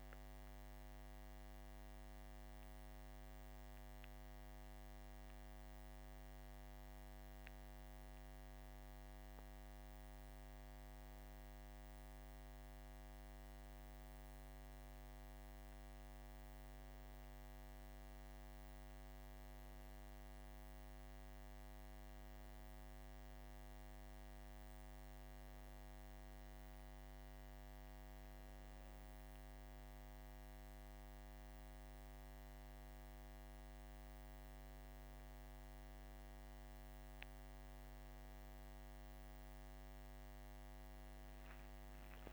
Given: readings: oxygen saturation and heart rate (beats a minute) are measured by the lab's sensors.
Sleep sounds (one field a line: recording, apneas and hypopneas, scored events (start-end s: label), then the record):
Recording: breathing in sleep, hard to hear, by a microphone on the trachea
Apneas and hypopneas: none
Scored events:
none scored
From the record:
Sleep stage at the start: N2 (light sleep)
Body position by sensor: on the back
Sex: male